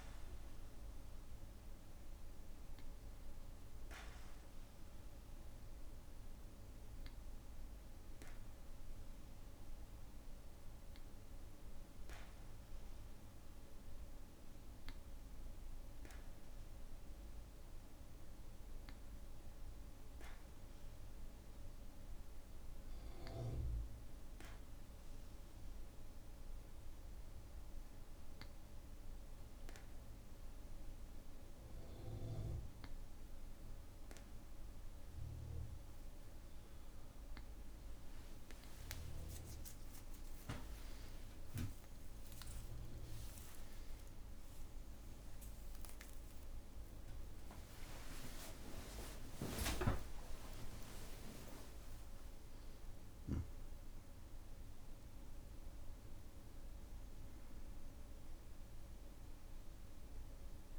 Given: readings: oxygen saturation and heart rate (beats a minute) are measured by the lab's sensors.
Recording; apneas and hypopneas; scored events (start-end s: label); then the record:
breathing in sleep by a room microphone; 1
5.50-31.50 s: hypopnea (oxygen 98% before, 95% lowest, heart rate 61 before, 56 extreme, up 2 after)
17.00-24.00 s: oxygen desaturation (device-marked, oxygen 98% before, 95% lowest, heart rate 57 before, 56 extreme)
38.50-45.00 s: arousal
45.00-47.00 s: long interval between heartbeats (device-marked, heart rate 63 before, 96 extreme)
From the record:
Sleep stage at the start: N2 (light sleep); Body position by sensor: on the back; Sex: male